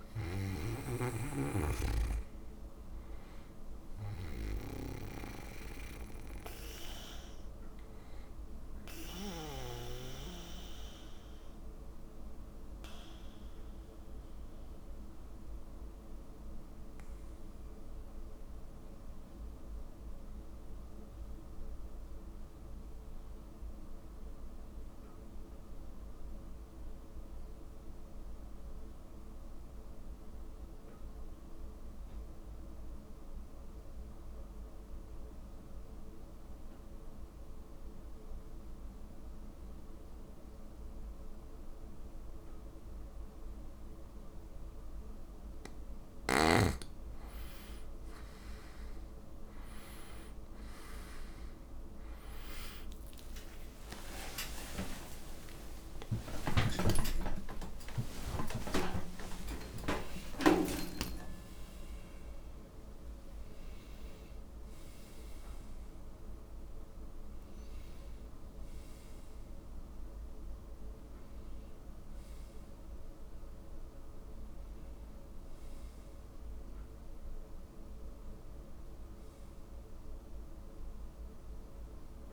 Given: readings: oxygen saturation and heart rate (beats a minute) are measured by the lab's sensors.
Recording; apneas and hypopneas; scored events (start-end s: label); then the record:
breathing in sleep by a room microphone; 1
0.00-1.00 s: snoring (device-marked)
0.00-27.50 s: oxygen desaturation (device-marked, oxygen 83% lowest, heart rate 49 extreme)
9.00-46.00 s: obstructive apnea (oxygen 95% before, 83% lowest, heart rate 56 before, 42 extreme, up 21 after)
48.50-59.50 s: oxygen desaturation (device-marked, oxygen 96% before, 92% lowest, heart rate 56 before, 42 extreme)
53.00-60.00 s: arousal
65.50-82.33 s: oxygen desaturation (device-marked, oxygen 93% before, 87% lowest, heart rate 85 before, 59 extreme)
67.50-82.33 s: new sleep stage, N1 (lightest sleep)
From the record:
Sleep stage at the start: N2 (light sleep); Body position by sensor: on the back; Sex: male